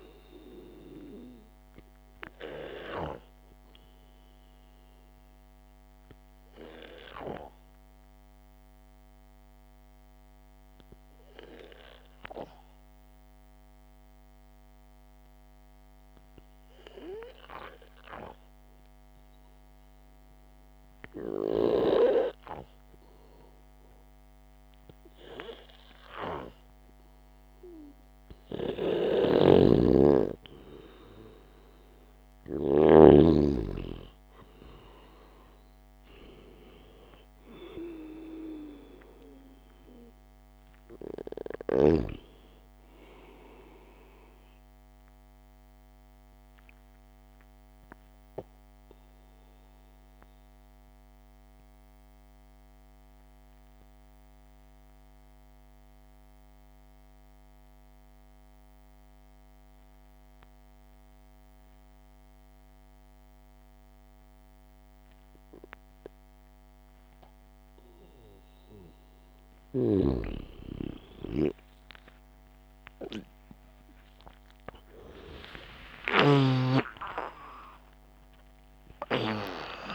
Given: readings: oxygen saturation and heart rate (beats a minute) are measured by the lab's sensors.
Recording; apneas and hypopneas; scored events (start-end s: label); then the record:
breathing in sleep by a microphone on the trachea; 2
0.50-6.50 s: oxygen desaturation (device-marked, oxygen 97% before, 93% lowest, heart rate 62 before, 55 extreme)
4.00-21.00 s: obstructive apnea (oxygen 97% before, 92% lowest, heart rate 60 before, 56 extreme, up 2 after)
23.50-27.50 s: arousal
29.50-33.50 s: snoring (device-marked)
38.00-40.00 s: long interval between heartbeats (device-marked, heart rate 61 before, 66 extreme)
45.50-68.00 s: mixed apnea (oxygen 97% before, 93% lowest, heart rate 60 before, 59 extreme, up 13 after)
72.50-79.95 s: new sleep stage, N1 (lightest sleep)
73.00-79.00 s: arousal
From the record:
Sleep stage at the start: N2 (light sleep); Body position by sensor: on the back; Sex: male